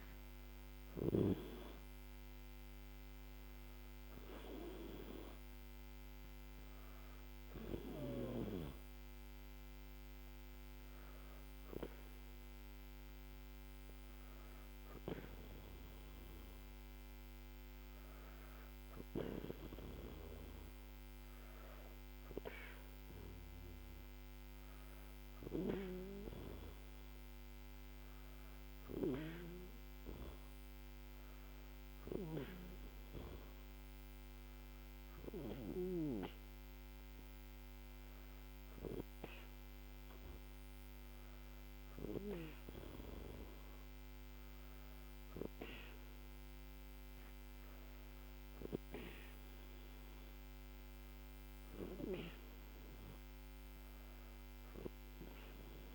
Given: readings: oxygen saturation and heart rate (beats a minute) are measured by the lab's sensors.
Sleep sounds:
breathing in sleep by a microphone on the trachea; none
none scored
From the record:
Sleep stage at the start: N2 (light sleep); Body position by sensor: on the back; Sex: female

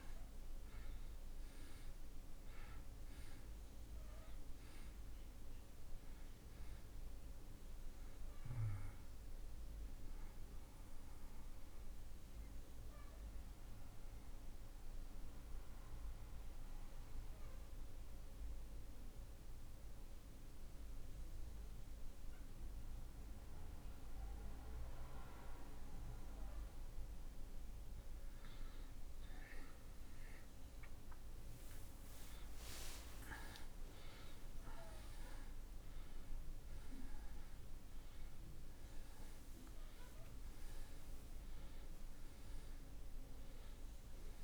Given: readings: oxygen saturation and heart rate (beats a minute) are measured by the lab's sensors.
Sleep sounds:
breathing in sleep, hard to hear, by a room microphone; 1
0.00-19.50 s: oxygen desaturation (device-marked, oxygen 78% lowest)
11.50-26.50 s: obstructive apnea (oxygen 96% before, 78% lowest)
30.00-34.00 s: arousal
37.50-44.44 s: new sleep stage, N1 (lightest sleep)
37.50-44.44 s: oxygen desaturation (device-marked, oxygen 97% before, 84% lowest)
From the record:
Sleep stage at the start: N2 (light sleep); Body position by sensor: on the back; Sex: male

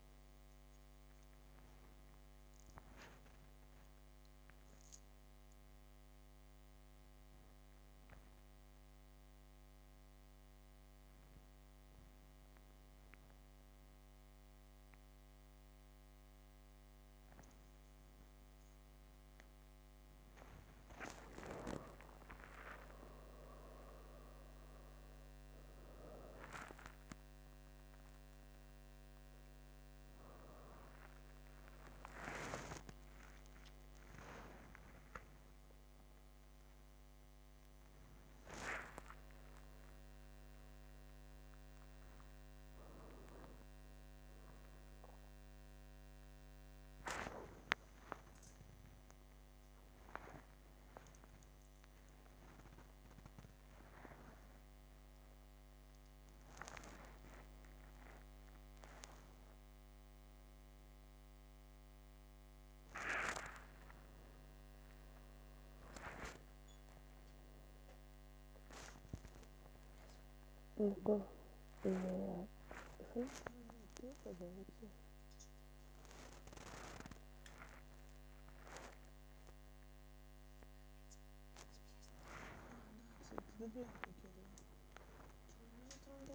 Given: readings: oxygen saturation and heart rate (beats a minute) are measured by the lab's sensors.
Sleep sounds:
a person awake in a sleep study, by a microphone on the trachea; none
30.50-32.50 s: long interval between heartbeats (device-marked, heart rate 73 before, 87 extreme)
37.00-39.00 s: long interval between heartbeats (device-marked, heart rate 78 before, 88 extreme)
48.00-50.00 s: long interval between heartbeats (device-marked, heart rate 85 before, 88 extreme)
53.00-55.00 s: long interval between heartbeats (device-marked, heart rate 87 before, 98 extreme)
82.00-84.00 s: long interval between heartbeats (device-marked, heart rate 78 before, 84 extreme)
From the record:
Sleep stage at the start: awake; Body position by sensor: on the right side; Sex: female

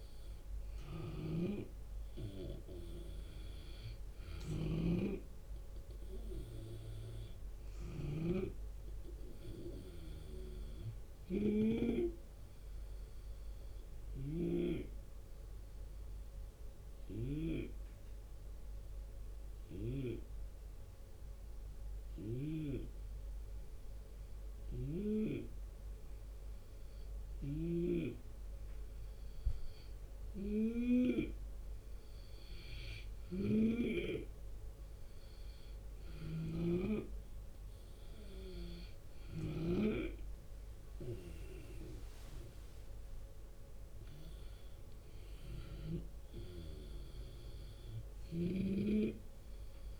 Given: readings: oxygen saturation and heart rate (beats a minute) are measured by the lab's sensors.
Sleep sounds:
breathing in sleep by a room microphone; 1
0.00-3.50 s: arousal
0.00-12.50 s: oxygen desaturation (device-marked, oxygen 89% lowest, heart rate 72 extreme)
0.00-19.50 s: drop in pulse transit time (device-marked, heart rate 74 extreme)
0.00-22.00 s: snoring (device-marked)
12.50-30.50 s: hypopnea (oxygen 93% before, 88% lowest, heart rate 78 before, 72 extreme, up 8 after)
26.50-39.00 s: snoring (device-marked)
35.50-50.00 s: drop in pulse transit time (device-marked, heart rate 74 before, 79 extreme)
37.00-43.00 s: arousal
38.50-42.50 s: oxygen desaturation (device-marked, oxygen 93% before, 89% lowest, heart rate 74 before, 73 extreme)
From the record:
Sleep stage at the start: N2 (light sleep); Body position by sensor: on the left side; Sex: male

